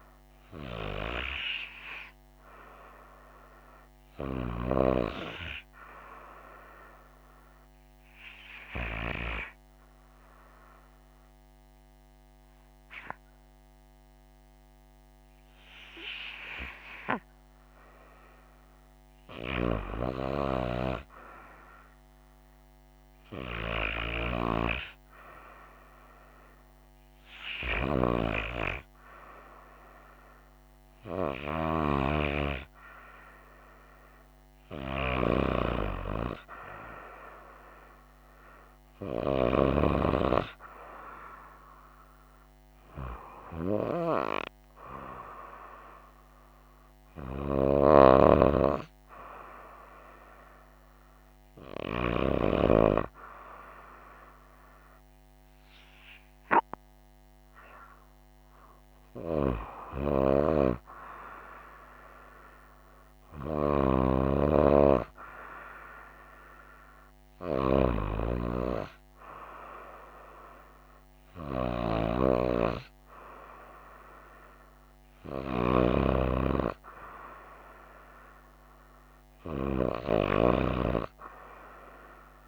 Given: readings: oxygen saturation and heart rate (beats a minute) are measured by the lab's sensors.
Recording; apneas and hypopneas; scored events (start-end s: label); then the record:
breathing in sleep by a microphone on the trachea; 1
6.00-18.50 s: hypopnea (oxygen 96% before, 93% lowest, heart rate 62 before, 57 extreme, up 4 after)
21.00-24.50 s: arousal
From the record:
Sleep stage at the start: N2 (light sleep); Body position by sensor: on the right side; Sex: female